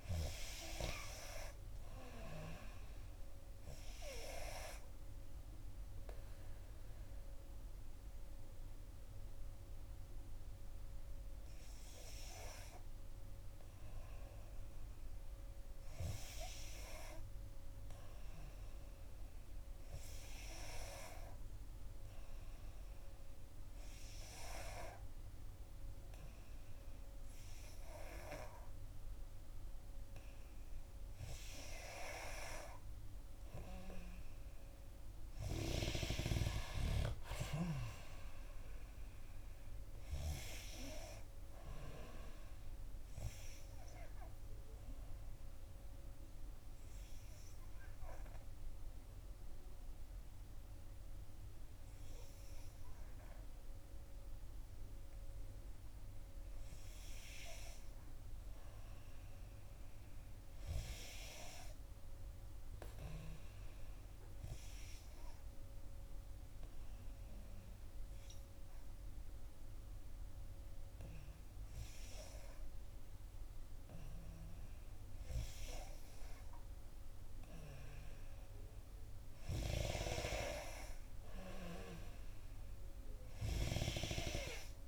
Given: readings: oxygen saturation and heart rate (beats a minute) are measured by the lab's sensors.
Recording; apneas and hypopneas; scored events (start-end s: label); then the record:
breathing in sleep by a room microphone; 4
3.50-15.00 s: obstructive apnea (oxygen 95% before, 90% lowest, heart rate 60 before, 59 extreme, up 1 after)
17.00-20.00 s: arousal
22.00-33.00 s: obstructive apnea (oxygen 94% before, 90% lowest, heart rate 61 before, 57 extreme, up 3 after)
34.50-38.00 s: arousal
44.50-46.50 s: long interval between heartbeats (device-marked, heart rate 63 before, 64 extreme)
44.50-56.00 s: obstructive apnea (oxygen 93% before, 90% lowest, heart rate 63 before, 57 extreme, up 4 after)
58.50-61.50 s: arousal
64.00-75.50 s: obstructive apnea (oxygen 96% before, 90% lowest, heart rate 61 before, 57 extreme, up 0 after)
68.00-74.00 s: oxygen desaturation (device-marked, oxygen 96% before, 93% lowest, heart rate 60 before, 59 extreme)
79.50-83.50 s: arousal
From the record:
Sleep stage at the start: N2 (light sleep); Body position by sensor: on the back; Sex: female